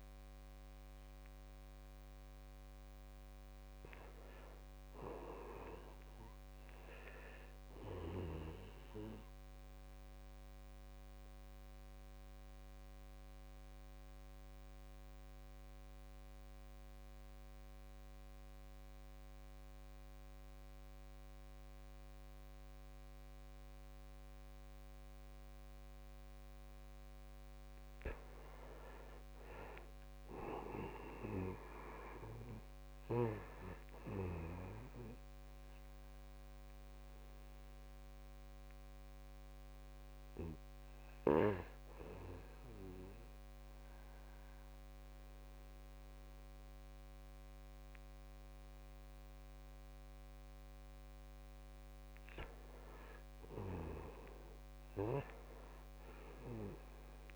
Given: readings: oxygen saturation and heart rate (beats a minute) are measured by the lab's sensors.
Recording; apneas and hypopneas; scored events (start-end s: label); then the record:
breathing in sleep by a microphone on the trachea; 2
0.00-6.00 s: oxygen desaturation (device-marked, oxygen 89% lowest, heart rate 56 extreme)
10.00-26.50 s: obstructive apnea (oxygen 97% before, 87% lowest, heart rate 61 before, 56 extreme, up 11 after)
28.00-31.00 s: arousal
29.00-49.00 s: oxygen desaturation (device-marked, oxygen 96% before, 87% lowest, heart rate 58 before, 57 extreme)
37.00-51.50 s: obstructive apnea (oxygen 97% before, 87% lowest, heart rate 60 before, 57 extreme, up 10 after)
From the record:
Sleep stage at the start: N2 (light sleep); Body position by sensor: on the back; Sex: male